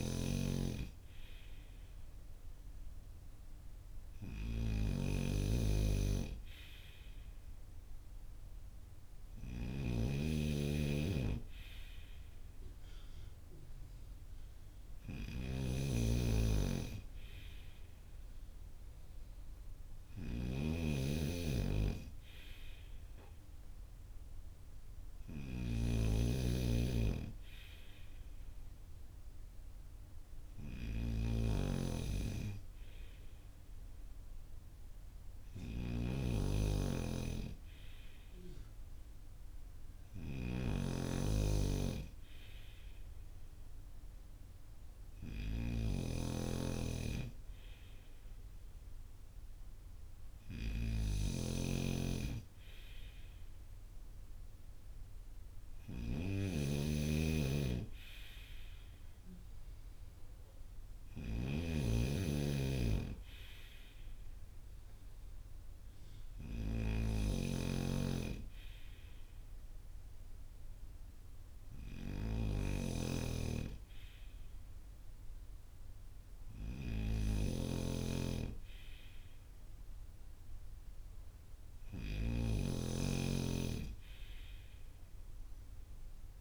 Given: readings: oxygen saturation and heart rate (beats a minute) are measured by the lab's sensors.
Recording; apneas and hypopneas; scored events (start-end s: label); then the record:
breathing in sleep by a room microphone; none
0.00-86.41 s: snoring (device-marked)
From the record:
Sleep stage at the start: N2 (light sleep); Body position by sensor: on the front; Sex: male